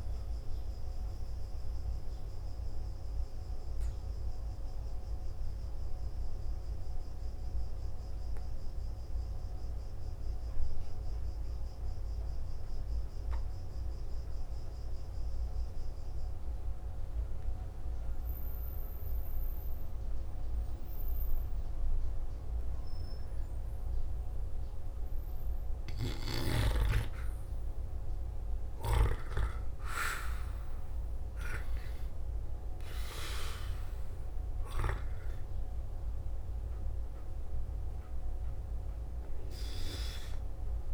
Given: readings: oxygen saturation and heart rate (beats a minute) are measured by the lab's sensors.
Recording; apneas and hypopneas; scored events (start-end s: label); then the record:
breathing in sleep by a room microphone; 1
0.00-4.00 s: oxygen desaturation (device-marked, oxygen 91% lowest, heart rate 55 extreme)
0.50-25.00 s: obstructive apnea (oxygen 97% before, 87% lowest, heart rate 59 before, 55 extreme, up 0 after)
11.00-25.00 s: oxygen desaturation (device-marked, oxygen 92% before, 88% lowest, heart rate 61 before, 55 extreme)
27.50-31.00 s: arousal
30.00-40.93 s: oxygen desaturation (device-marked, oxygen 98% before, 87% lowest, heart rate 58 before, 54 extreme)
From the record:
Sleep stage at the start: N2 (light sleep); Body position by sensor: on the back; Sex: male